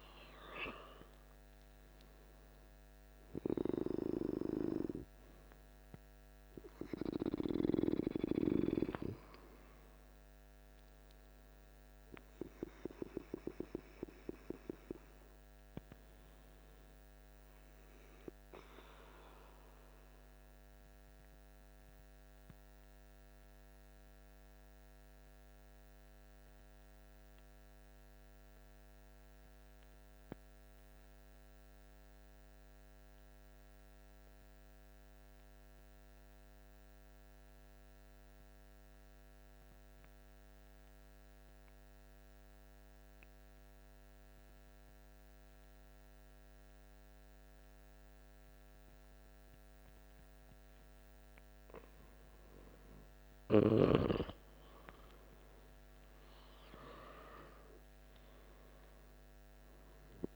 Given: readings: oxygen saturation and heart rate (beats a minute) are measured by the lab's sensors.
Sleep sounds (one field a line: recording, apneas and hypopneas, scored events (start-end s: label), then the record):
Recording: breathing in sleep by a microphone on the trachea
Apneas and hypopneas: 1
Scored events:
0.00-1.00 s: arousal
0.00-26.00 s: oxygen desaturation (device-marked, oxygen 83% lowest, heart rate 52 extreme)
22.00-51.50 s: obstructive apnea (oxygen 94% before, 85% lowest, heart rate 58 before, 51 extreme, up 10 after)
47.00-60.36 s: oxygen desaturation (device-marked, oxygen 98% before, 85% lowest, heart rate 53 before, 51 extreme)
54.50-59.50 s: arousal
From the record:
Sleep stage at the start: N2 (light sleep)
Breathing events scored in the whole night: 186 in 5.5 hours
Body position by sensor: on the back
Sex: male